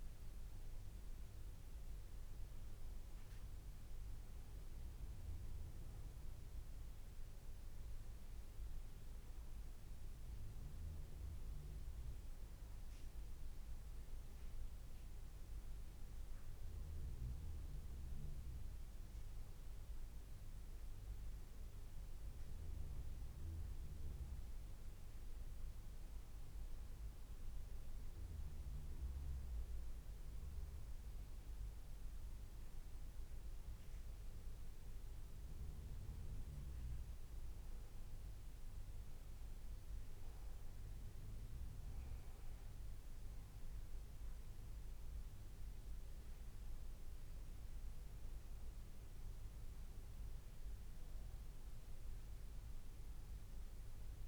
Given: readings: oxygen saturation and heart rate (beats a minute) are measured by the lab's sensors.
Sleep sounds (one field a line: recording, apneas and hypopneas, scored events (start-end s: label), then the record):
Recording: breathing in sleep, hard to hear, by a room microphone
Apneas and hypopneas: none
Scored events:
none scored
From the record:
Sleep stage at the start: N2 (light sleep)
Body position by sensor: on the back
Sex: male